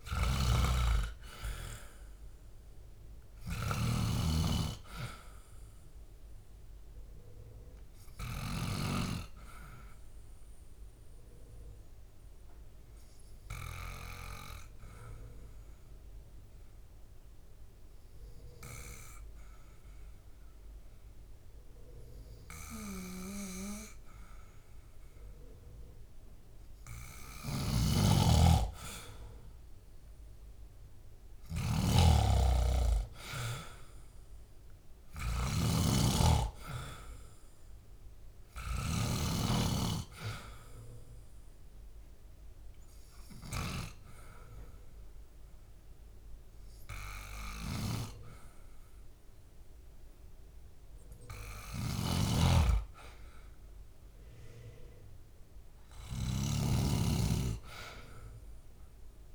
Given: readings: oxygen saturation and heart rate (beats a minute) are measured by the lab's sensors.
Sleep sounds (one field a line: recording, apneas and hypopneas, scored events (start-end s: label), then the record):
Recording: breathing in sleep by a room microphone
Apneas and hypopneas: 1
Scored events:
0.00-4.00 s: snoring (device-marked)
0.00-25.00 s: oxygen desaturation (device-marked, oxygen 95% before, 91% lowest, heart rate 72 before, 70 extreme)
9.50-25.50 s: hypopnea (oxygen 95% before, 90% lowest, heart rate 75 before, 70 extreme, up 1 after)
27.50-39.00 s: snoring (device-marked)
28.50-31.50 s: arousal
40.00-59.35 s: oxygen desaturation (device-marked, oxygen 96% before, 90% lowest, heart rate 71 before, 71 extreme)
51.50-56.50 s: snoring (device-marked)
From the record:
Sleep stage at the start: N2 (light sleep)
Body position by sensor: on the back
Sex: male